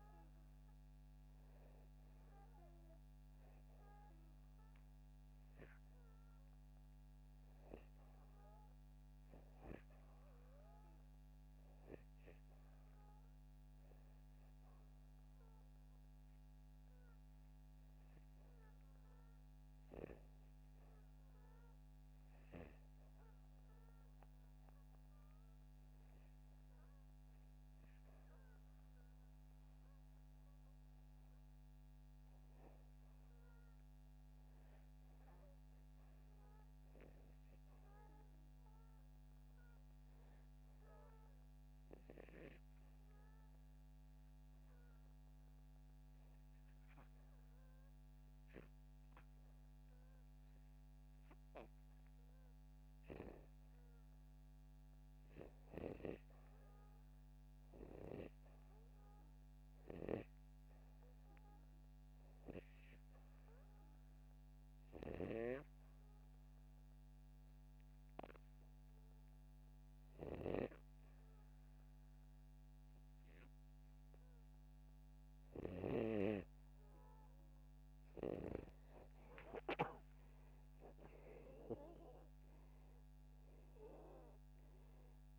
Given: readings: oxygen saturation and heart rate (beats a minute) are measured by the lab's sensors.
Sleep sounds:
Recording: breathing in sleep by a microphone on the trachea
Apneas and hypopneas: 1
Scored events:
4.00-24.00 s: oxygen desaturation (device-marked, oxygen 98% before, 93% lowest, heart rate 77 before, 78 extreme)
4.00-85.39 s: new sleep stage, REM sleep
45.00-55.50 s: hypopnea (oxygen 96% before, 89% lowest, heart rate 80 before, 77 extreme, up 0 after)
57.50-60.50 s: arousal
73.00-85.39 s: oxygen desaturation (device-marked, oxygen 94% before, 89% lowest, heart rate 79 before, 76 extreme)
79.00-83.00 s: arousal
From the record:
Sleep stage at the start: N2 (light sleep)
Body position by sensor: upright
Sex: male

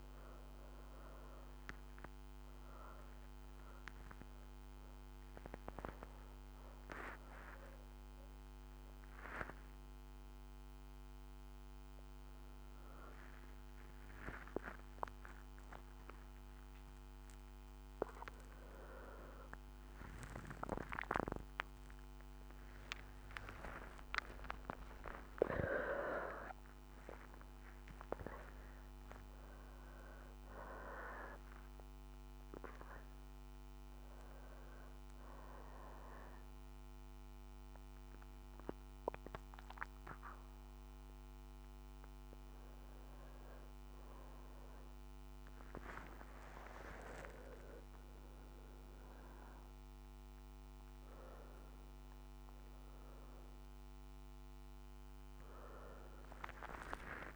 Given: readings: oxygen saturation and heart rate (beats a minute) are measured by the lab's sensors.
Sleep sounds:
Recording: a person awake in a sleep study, by a microphone on the trachea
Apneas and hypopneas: none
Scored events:
0.00-6.00 s: oxygen desaturation (device-marked, oxygen 93% lowest, heart rate 65 extreme)
53.00-57.36 s: oxygen desaturation (device-marked, oxygen 96% before, 92% lowest, heart rate 77 before, 60 extreme)
From the record:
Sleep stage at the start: awake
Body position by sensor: on the right side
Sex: female

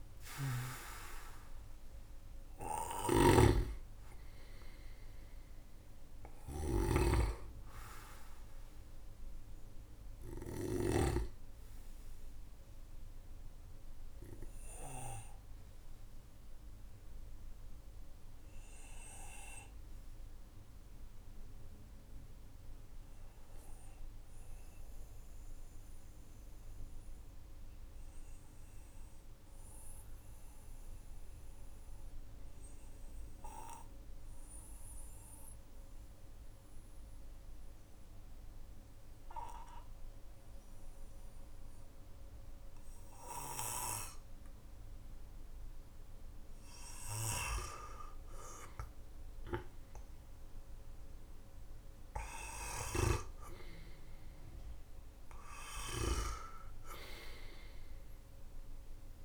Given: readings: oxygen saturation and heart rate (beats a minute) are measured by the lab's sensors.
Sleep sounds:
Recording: breathing in sleep by a room microphone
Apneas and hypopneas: 1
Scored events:
0.00-10.50 s: snoring (device-marked)
0.00-27.00 s: oxygen desaturation (device-marked, oxygen 93% lowest, heart rate 43 extreme)
17.50-46.00 s: obstructive apnea (oxygen 97% before, 93% lowest, heart rate 59 before, 44 extreme, up 14 after)
50.00-54.50 s: arousal
52.50-56.00 s: snoring (device-marked)
From the record:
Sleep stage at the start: N2 (light sleep)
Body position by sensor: on the back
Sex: male

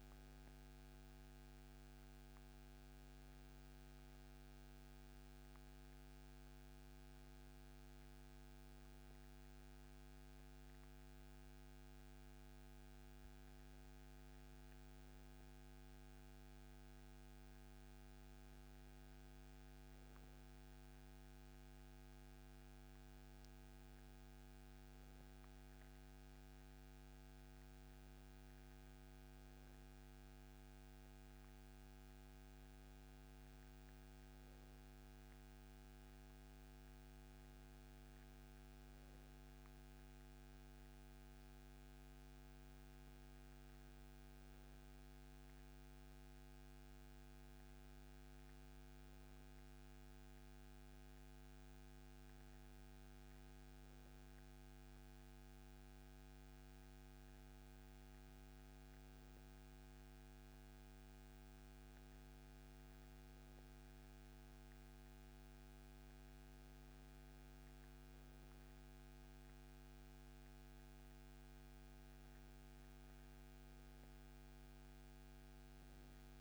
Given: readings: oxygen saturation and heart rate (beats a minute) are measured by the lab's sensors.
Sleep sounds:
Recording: breathing in sleep, hard to hear, by a microphone on the trachea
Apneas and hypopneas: none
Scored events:
none scored
From the record:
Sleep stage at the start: N2 (light sleep)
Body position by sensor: on the right side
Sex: male

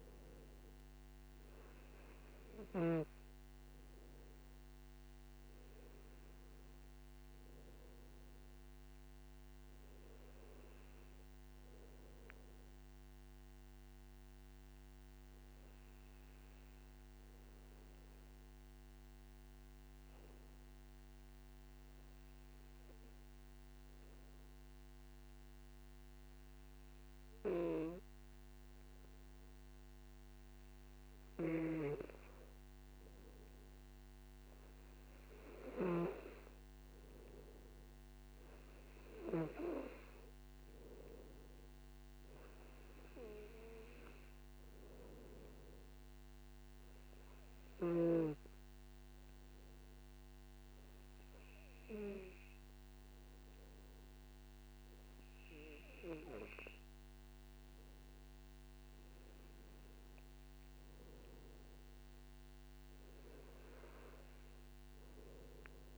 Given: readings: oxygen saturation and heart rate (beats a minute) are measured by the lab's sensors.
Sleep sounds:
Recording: breathing in sleep by a microphone on the trachea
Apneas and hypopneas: 2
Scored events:
0.00-9.50 s: oxygen desaturation (device-marked, oxygen 93% lowest, heart rate 50 extreme)
14.50-23.50 s: oxygen desaturation (device-marked, oxygen 96% before, 91% lowest, heart rate 60 before, 55 extreme)
15.00-32.00 s: obstructive apnea (oxygen 97% before, 91% lowest, heart rate 60 before, 55 extreme, up 6 after)
34.50-38.50 s: arousal
39.50-58.50 s: oxygen desaturation (device-marked, oxygen 97% before, 92% lowest, heart rate 58 before, 52 extreme)
47.00-58.00 s: obstructive apnea (oxygen 97% before, 92% lowest, heart rate 59 before, 52 extreme, up 10 after)
60.50-64.50 s: arousal
From the record:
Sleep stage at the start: N2 (light sleep)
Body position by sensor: on the back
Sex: male

